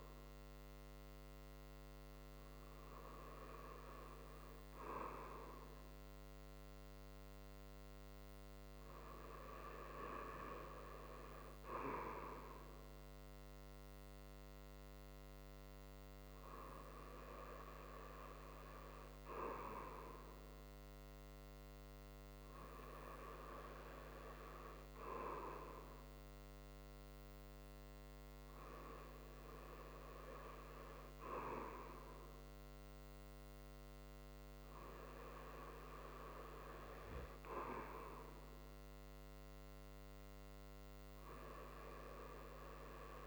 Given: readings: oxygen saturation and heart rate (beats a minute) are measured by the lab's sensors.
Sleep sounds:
breathing in sleep by a microphone on the trachea; none
none scored
From the record:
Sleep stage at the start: REM sleep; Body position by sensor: on the right side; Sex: male

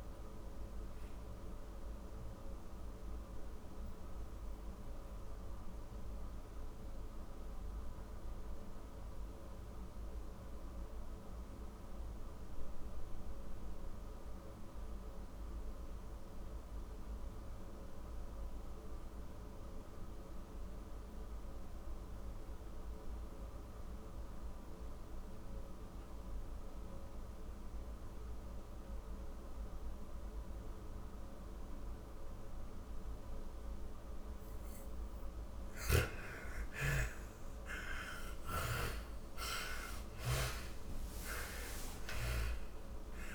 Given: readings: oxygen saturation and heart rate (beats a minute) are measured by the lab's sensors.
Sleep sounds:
breathing in sleep by a room microphone; 1
0.00-13.00 s: oxygen desaturation (device-marked, oxygen 78% lowest, heart rate 49 extreme)
1.00-32.50 s: obstructive apnea (oxygen 97% before, 78% lowest, heart rate 81 before, 58 extreme, up 58 after)
23.00-43.35 s: oxygen desaturation (device-marked, oxygen 98% before, 79% lowest, heart rate 69 before, 40 extreme)
36.00-40.50 s: arousal
From the record:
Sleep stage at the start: N2 (light sleep); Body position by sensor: on the back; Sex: female

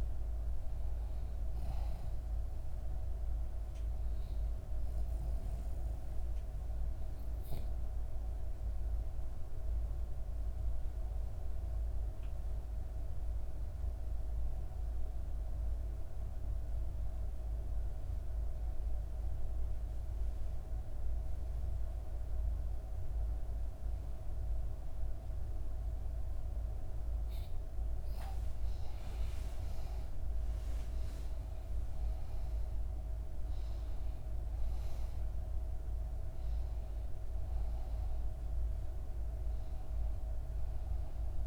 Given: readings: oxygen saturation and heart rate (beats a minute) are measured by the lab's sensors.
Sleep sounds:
breathing in sleep, hard to hear, by a room microphone; 1
5.50-26.50 s: obstructive apnea (oxygen 96% before, 91% lowest, heart rate 71 before, 64 extreme, up 7 after)
28.00-31.50 s: arousal
30.00-41.47 s: oxygen desaturation (device-marked, oxygen 97% before, 91% lowest, heart rate 65 before, 64 extreme)
From the record:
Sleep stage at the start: REM sleep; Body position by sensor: on the back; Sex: female

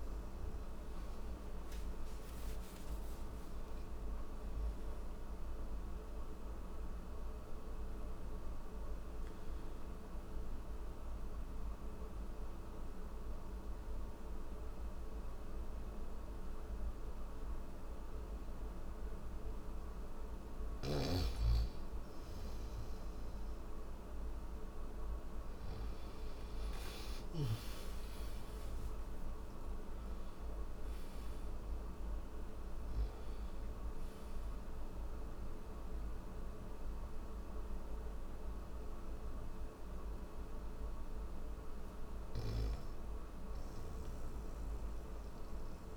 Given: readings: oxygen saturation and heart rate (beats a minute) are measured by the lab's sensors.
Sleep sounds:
breathing in sleep, hard to hear, by a room microphone; none
28.50-45.97 s: oxygen desaturation (device-marked, oxygen 97% before, 91% lowest)
From the record:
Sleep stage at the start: N1 (lightest sleep); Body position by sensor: on the back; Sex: male

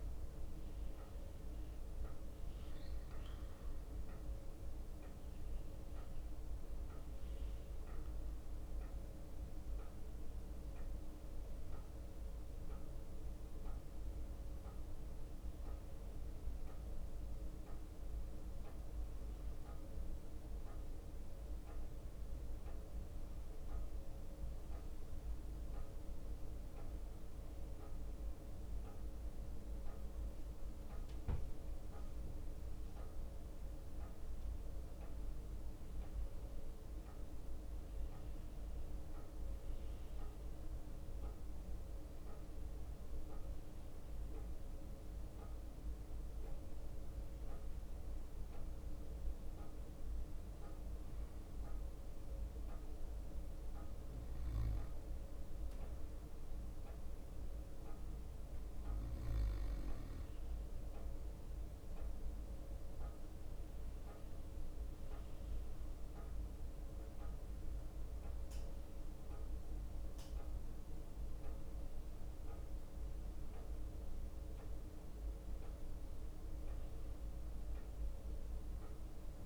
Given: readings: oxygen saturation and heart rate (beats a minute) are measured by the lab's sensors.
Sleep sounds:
breathing in sleep, hard to hear, by a room microphone; none
0.00-3.50 s: arousal
65.00-79.46 s: new sleep stage, N2 (light sleep)
From the record:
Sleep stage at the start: N1 (lightest sleep); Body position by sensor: on the back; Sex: male

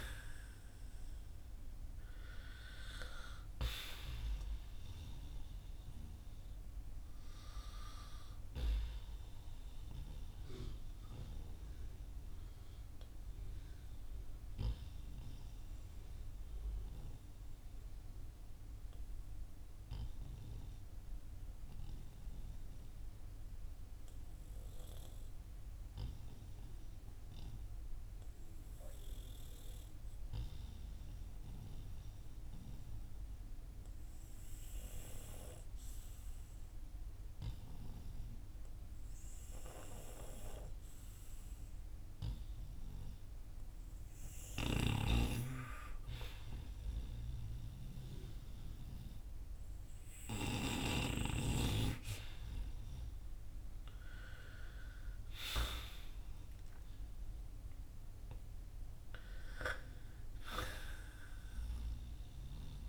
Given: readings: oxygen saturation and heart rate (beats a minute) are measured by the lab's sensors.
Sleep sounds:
breathing in sleep by a room microphone; 1
10.00-42.00 s: obstructive apnea (oxygen 97% before, 90% lowest, heart rate 61 before, 48 extreme, up 8 after)
21.00-32.00 s: oxygen desaturation (device-marked, oxygen 93% before, 90% lowest, heart rate 57 before, 52 extreme)
45.00-49.50 s: arousal
46.00-62.89 s: oxygen desaturation (device-marked, oxygen 97% before, 91% lowest, heart rate 57 before, 48 extreme)
From the record:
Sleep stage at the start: N2 (light sleep); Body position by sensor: on the back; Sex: male

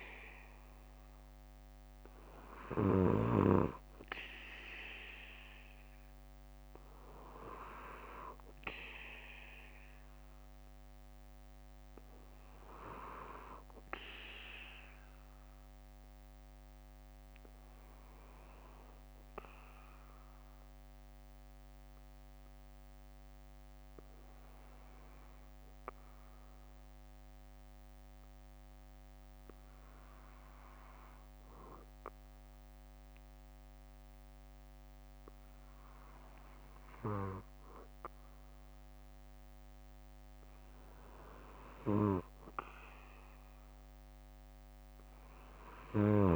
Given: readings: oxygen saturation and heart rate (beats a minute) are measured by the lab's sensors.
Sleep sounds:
breathing in sleep by a microphone on the trachea; 1
11.00-13.00 s: bradycardia (device-marked, heart rate 60 before, 60 extreme)
19.50-35.50 s: obstructive apnea (oxygen 96% before, 93% lowest, heart rate 62 before, 55 extreme, up 5 after)
20.00-22.00 s: bradycardia (device-marked, heart rate 60 before, 59 extreme)
25.00-27.00 s: bradycardia (device-marked, heart rate 60 before, 63 extreme)
28.00-30.00 s: bradycardia (device-marked, heart rate 60 before, 55 extreme)
39.50-42.50 s: arousal
44.00-46.36 s: bradycardia (device-marked, heart rate 60 before, 59 extreme)
From the record:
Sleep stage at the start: N2 (light sleep); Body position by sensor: on the back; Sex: male

